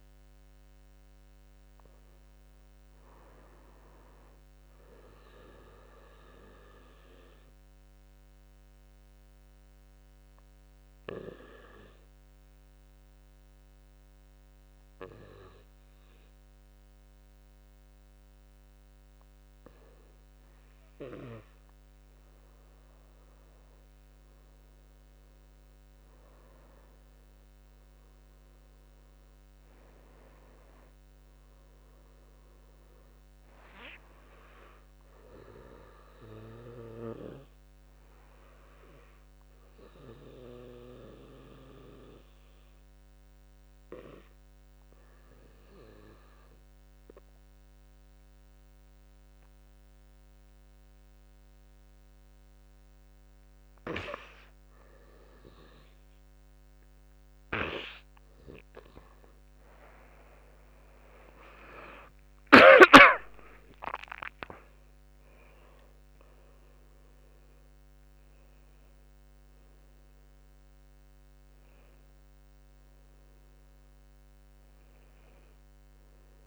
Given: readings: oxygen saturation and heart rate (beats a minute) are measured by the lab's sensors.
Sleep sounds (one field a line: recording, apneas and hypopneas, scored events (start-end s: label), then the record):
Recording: breathing in sleep by a microphone on the trachea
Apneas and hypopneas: 2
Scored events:
0.00-3.50 s: oxygen desaturation (device-marked, oxygen 91% lowest, heart rate 54 extreme)
6.00-20.50 s: obstructive apnea (oxygen 97% before, 87% lowest, heart rate 57 before, 54 extreme, up 9 after)
22.50-41.50 s: oxygen desaturation (device-marked, oxygen 94% before, 87% lowest, heart rate 61 before, 54 extreme)
24.00-28.00 s: arousal
34.50-46.50 s: drop in pulse transit time (device-marked, heart rate 63 before, 54 extreme)
38.00-54.00 s: obstructive apnea (oxygen 95% before, 88% lowest, heart rate 62 before, 50 extreme, up 5 after)
59.50-63.00 s: arousal
59.50-76.47 s: oxygen desaturation (device-marked, oxygen 96% before, 88% lowest, heart rate 57 before, 50 extreme)
61.50-74.50 s: drop in pulse transit time (device-marked, heart rate 58 before, 53 extreme)
From the record:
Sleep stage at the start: N2 (light sleep)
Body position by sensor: on the back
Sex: male